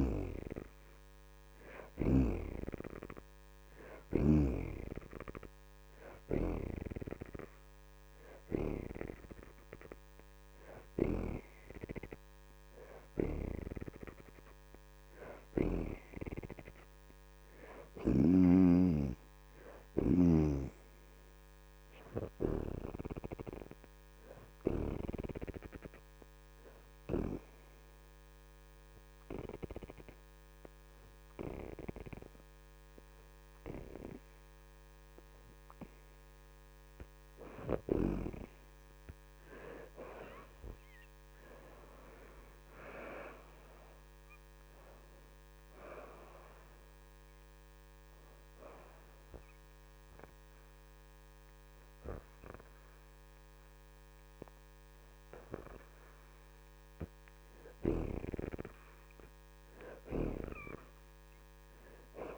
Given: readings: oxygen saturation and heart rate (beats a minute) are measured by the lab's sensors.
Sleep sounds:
breathing in sleep by a microphone on the trachea; 2
1.00-11.00 s: oxygen desaturation (device-marked, oxygen 71% before, 64% lowest)
19.00-26.00 s: oxygen desaturation (device-marked, oxygen 74% before, 66% lowest)
28.00-38.50 s: obstructive apnea (oxygen 74% before, 62% lowest)
32.00-46.00 s: oxygen desaturation (device-marked, oxygen 70% before, 64% lowest)
40.50-43.50 s: arousal
47.00-57.00 s: hypopnea (oxygen 74% before, 62% lowest)
57.00-62.38 s: oxygen desaturation (device-marked, oxygen 68% before, 62% lowest)
59.50-62.38 s: arousal
From the record:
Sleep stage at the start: N2 (light sleep); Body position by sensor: on the back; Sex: female

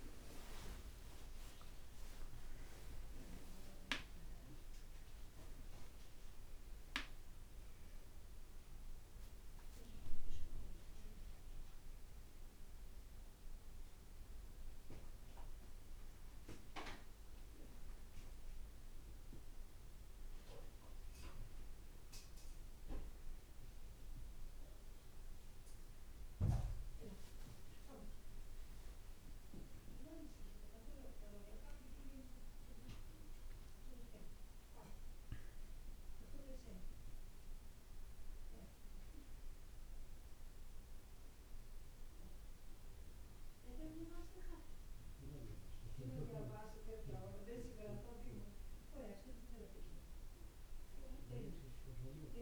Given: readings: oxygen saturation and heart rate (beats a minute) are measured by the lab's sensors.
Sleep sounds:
breathing in sleep by a room microphone; none
0.00-4.00 s: tachycardia (device-marked, heart rate 58 before, 104 extreme)
0.00-10.00 s: drop in pulse transit time (device-marked, heart rate 58 before, 59 extreme)
1.50-3.50 s: long interval between heartbeats (device-marked, heart rate 58 before, 74 extreme)
2.00-6.50 s: arousal
28.00-30.00 s: long interval between heartbeats (device-marked, heart rate 60 before, 69 extreme)
33.00-38.00 s: arousal
48.00-52.42 s: new sleep stage, N2 (light sleep)
From the record:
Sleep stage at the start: N1 (lightest sleep); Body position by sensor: on the back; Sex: male

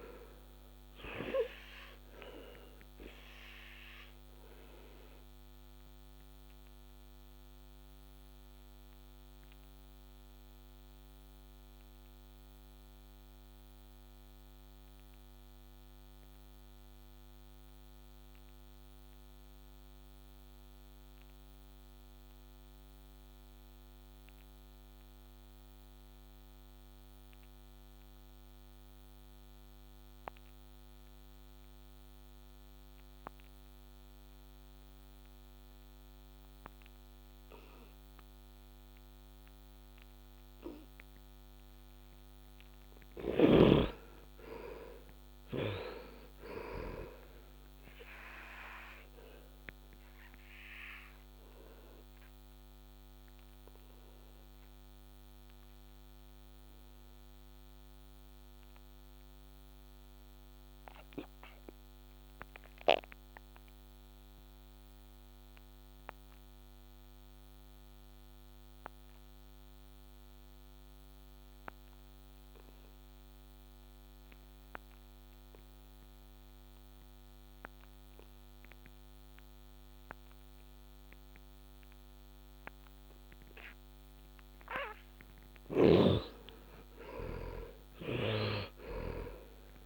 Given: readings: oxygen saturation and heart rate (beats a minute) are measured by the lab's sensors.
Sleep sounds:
breathing in sleep by a microphone on the trachea; 2
0.00-21.00 s: oxygen desaturation (device-marked, oxygen 73% lowest, heart rate 65 extreme)
2.00-42.00 s: obstructive apnea (oxygen 98% before, 67% lowest, heart rate 69 before, 65 extreme, up 11 after)
28.00-71.00 s: oxygen desaturation (device-marked, oxygen 98% before, 72% lowest, heart rate 67 before, 64 extreme)
43.50-47.00 s: arousal
48.50-84.00 s: obstructive apnea (oxygen 98% before, 67% lowest, heart rate 70 before, 64 extreme, up 5 after)
73.00-89.86 s: oxygen desaturation (device-marked, oxygen 96% before, 67% lowest, heart rate 70 before, 57 extreme)
85.50-89.86 s: snoring (device-marked)
87.00-89.86 s: arousal
From the record:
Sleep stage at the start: N2 (light sleep); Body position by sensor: on the back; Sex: male

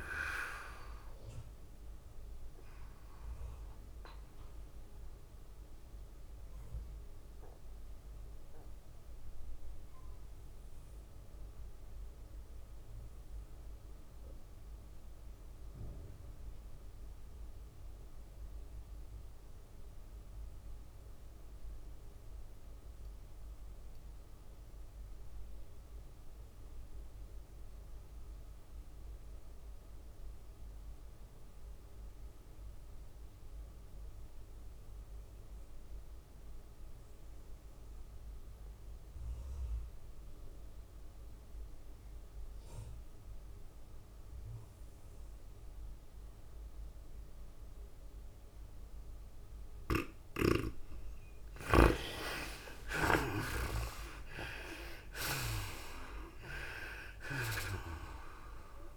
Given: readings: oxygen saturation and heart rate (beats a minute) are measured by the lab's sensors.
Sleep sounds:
breathing in sleep by a room microphone; 1
0.00-10.50 s: drop in pulse transit time (device-marked, heart rate 98 extreme)
0.00-10.50 s: tachycardia (device-marked, heart rate 105 extreme)
0.00-13.50 s: oxygen desaturation (device-marked, oxygen 80% lowest, heart rate 75 extreme)
2.00-50.50 s: mixed apnea (oxygen 98% before, 65% lowest, heart rate 97 before, 62 extreme, up 41 after)
22.50-58.97 s: oxygen desaturation (device-marked, oxygen 99% before, 65% lowest, heart rate 101 before, 62 extreme)
51.50-55.50 s: arousal
54.50-58.97 s: tachycardia (device-marked, heart rate 98 before, 110 extreme)
55.50-58.97 s: drop in pulse transit time (device-marked, heart rate 71 before, 95 extreme)
From the record:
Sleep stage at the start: N2 (light sleep); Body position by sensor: on the right side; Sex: female

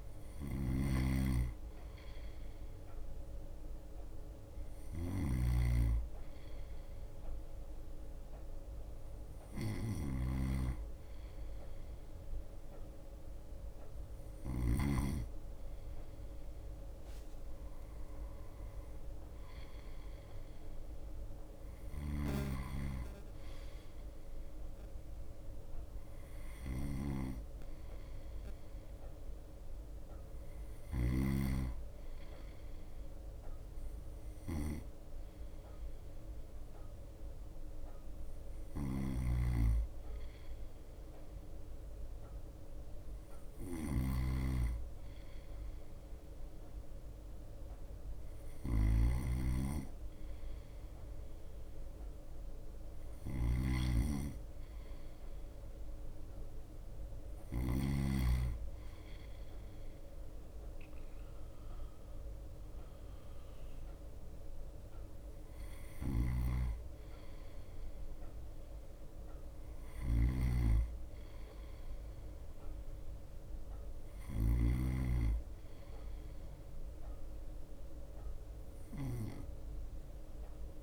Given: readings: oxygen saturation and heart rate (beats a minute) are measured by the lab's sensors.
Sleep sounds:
breathing in sleep by a room microphone; none
0.00-15.00 s: snoring (device-marked)
0.00-19.50 s: bradycardia (device-marked, heart rate 56 extreme)
17.50-29.50 s: drop in pulse transit time (device-marked, heart rate 57 before, 57 extreme)
18.00-22.50 s: arousal
20.50-49.50 s: bradycardia (device-marked, heart rate 57 before, 56 extreme)
22.00-31.50 s: snoring (device-marked)
39.00-58.00 s: snoring (device-marked)
52.50-58.50 s: bradycardia (device-marked, heart rate 57 before, 58 extreme)
63.50-80.82 s: bradycardia (device-marked, heart rate 57 before, 56 extreme)
66.00-80.82 s: snoring (device-marked)
From the record:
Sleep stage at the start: N2 (light sleep); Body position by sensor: on the right side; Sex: male

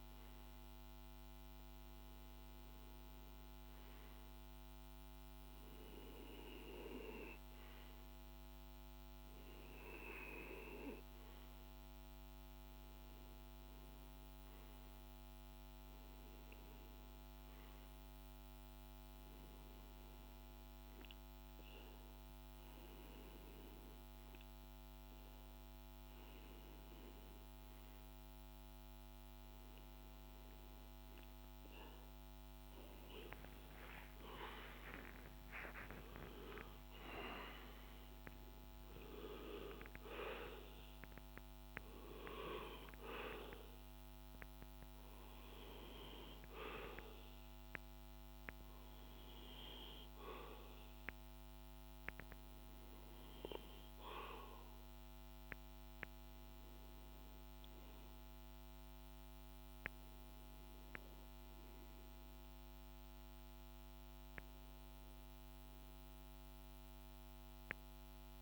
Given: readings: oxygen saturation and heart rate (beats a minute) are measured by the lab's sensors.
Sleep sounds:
breathing in sleep by a microphone on the trachea; none
32.00-36.50 s: arousal
From the record:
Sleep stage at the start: REM sleep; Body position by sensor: on the back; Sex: male

